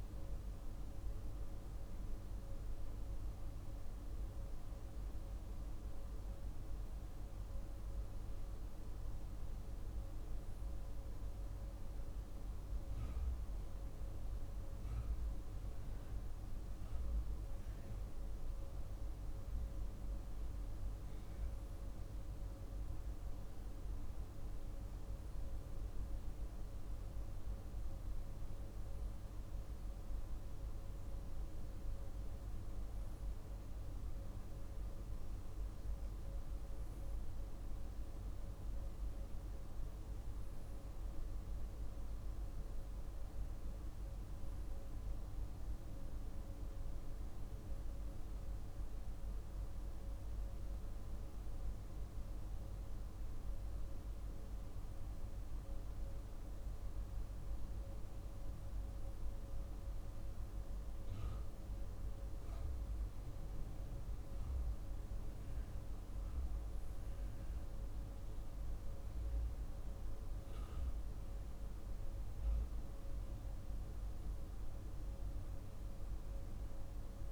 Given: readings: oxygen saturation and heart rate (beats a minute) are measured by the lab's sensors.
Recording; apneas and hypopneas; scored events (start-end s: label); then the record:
breathing in sleep, hard to hear, by a room microphone; none
none scored
From the record:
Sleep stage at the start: N2 (light sleep); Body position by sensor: on the right side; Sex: male